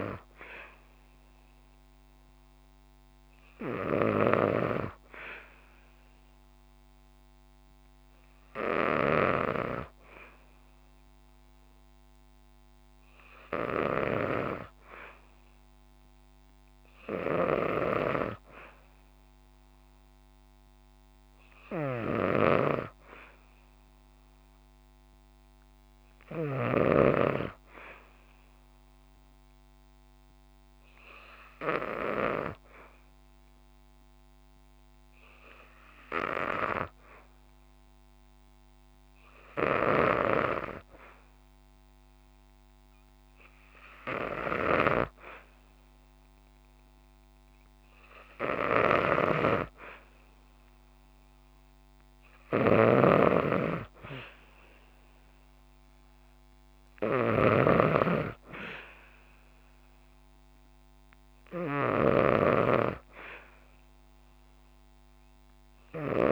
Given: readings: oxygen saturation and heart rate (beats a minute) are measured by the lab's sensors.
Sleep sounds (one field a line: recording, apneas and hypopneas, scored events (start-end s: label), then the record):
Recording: breathing in sleep by a microphone on the trachea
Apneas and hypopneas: 1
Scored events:
20.50-24.50 s: arousal
27.50-42.50 s: obstructive apnea (oxygen 97% before, 93% lowest, heart rate 65 before, 63 extreme, up 1 after)
45.50-49.00 s: arousal
46.00-63.00 s: oxygen desaturation (device-marked, oxygen 96% before, 93% lowest, heart rate 65 before, 63 extreme)
48.00-66.00 s: snoring (device-marked)
From the record:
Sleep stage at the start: N2 (light sleep)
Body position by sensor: on the back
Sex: female